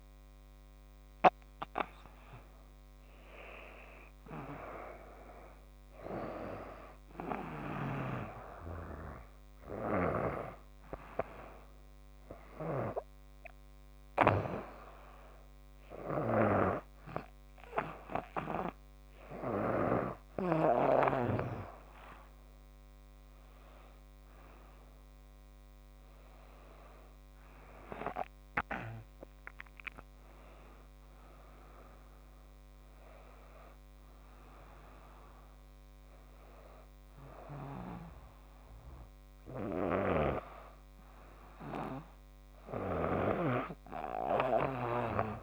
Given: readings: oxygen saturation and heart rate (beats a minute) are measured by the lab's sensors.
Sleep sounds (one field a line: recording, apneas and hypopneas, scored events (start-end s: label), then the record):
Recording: breathing in sleep by a microphone on the trachea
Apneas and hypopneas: none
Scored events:
16.00-20.50 s: snoring (device-marked)
28.00-32.00 s: arousal
39.50-45.43 s: snoring (device-marked)
From the record:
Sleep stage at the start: N2 (light sleep)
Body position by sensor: on the back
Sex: female